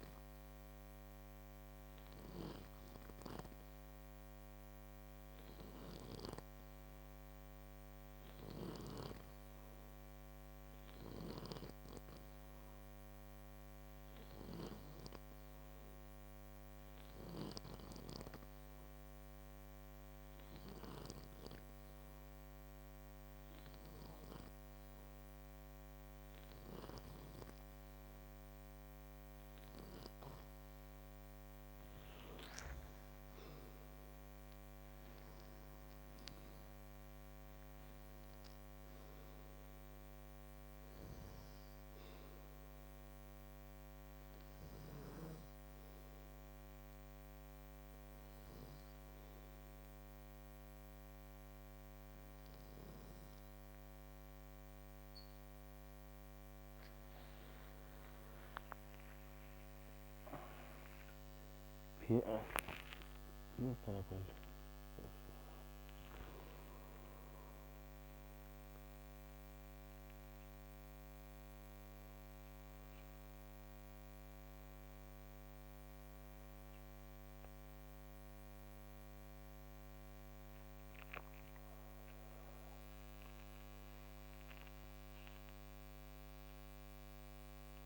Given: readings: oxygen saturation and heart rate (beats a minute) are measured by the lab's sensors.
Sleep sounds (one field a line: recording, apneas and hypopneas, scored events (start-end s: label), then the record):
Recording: a person partly awake in a sleep study, by a microphone on the trachea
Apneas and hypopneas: none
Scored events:
2.50-9.00 s: snoring (device-marked)
11.00-17.50 s: snoring (device-marked)
23.50-30.00 s: snoring (device-marked)
31.50-35.50 s: arousal
40.50-45.00 s: snoring (device-marked)
54.00-87.86 s: new sleep stage, awake
From the record:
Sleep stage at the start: N2 (light sleep)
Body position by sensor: on the back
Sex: male